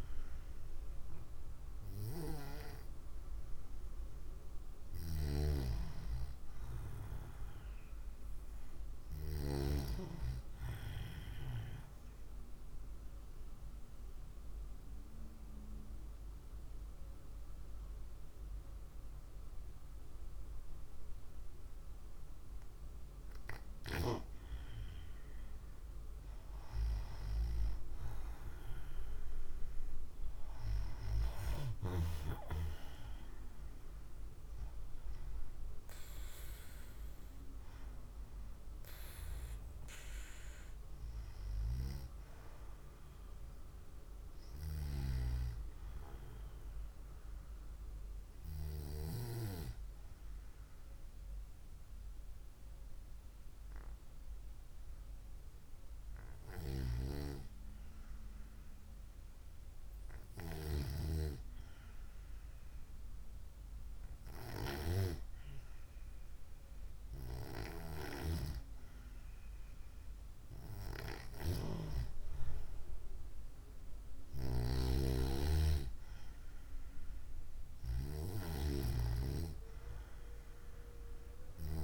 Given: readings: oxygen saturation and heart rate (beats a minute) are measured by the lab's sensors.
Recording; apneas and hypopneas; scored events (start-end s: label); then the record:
breathing in sleep by a room microphone; 2
12.50-24.00 s: obstructive apnea (oxygen 96% before, 92% lowest, heart rate 60 before, 56 extreme, up 10 after)
26.00-29.00 s: arousal
29.00-47.00 s: oxygen desaturation (device-marked, oxygen 95% before, 92% lowest, heart rate 60 before, 54 extreme)
49.00-62.50 s: hypopnea (oxygen 96% before, 94% lowest, heart rate 64 before, 55 extreme, up 3 after)
64.00-67.50 s: arousal
From the record:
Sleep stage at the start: N2 (light sleep); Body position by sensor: on the right side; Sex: female